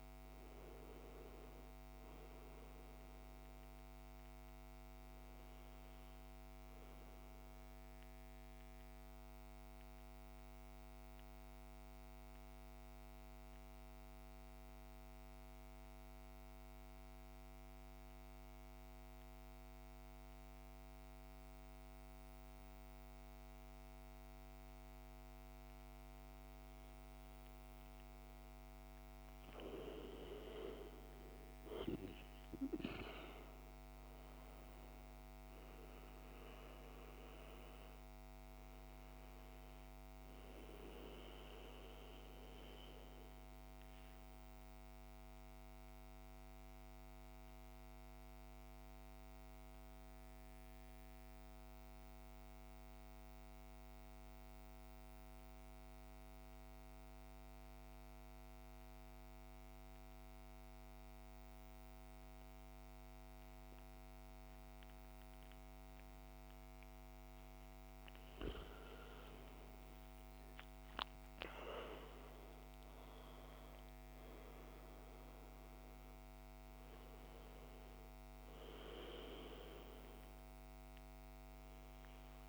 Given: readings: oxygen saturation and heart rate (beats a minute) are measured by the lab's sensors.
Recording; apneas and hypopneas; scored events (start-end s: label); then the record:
breathing in sleep by a microphone on the trachea; 2
0.00-23.50 s: oxygen desaturation (device-marked, oxygen 87% lowest, heart rate 51 extreme)
7.00-28.50 s: central apnea (oxygen 99% before, 84% lowest, heart rate 60 before, 51 extreme, up 11 after)
31.00-35.50 s: arousal
31.50-58.50 s: oxygen desaturation (device-marked, oxygen 99% before, 86% lowest, heart rate 54 before, 52 extreme)
42.50-67.50 s: mixed apnea (oxygen 99% before, 83% lowest, heart rate 59 before, 52 extreme, up 17 after)
69.00-73.50 s: arousal
69.50-82.49 s: oxygen desaturation (device-marked, oxygen 100% before, 83% lowest, heart rate 54 before, 52 extreme)
From the record:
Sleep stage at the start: N2 (light sleep); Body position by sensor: on the back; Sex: male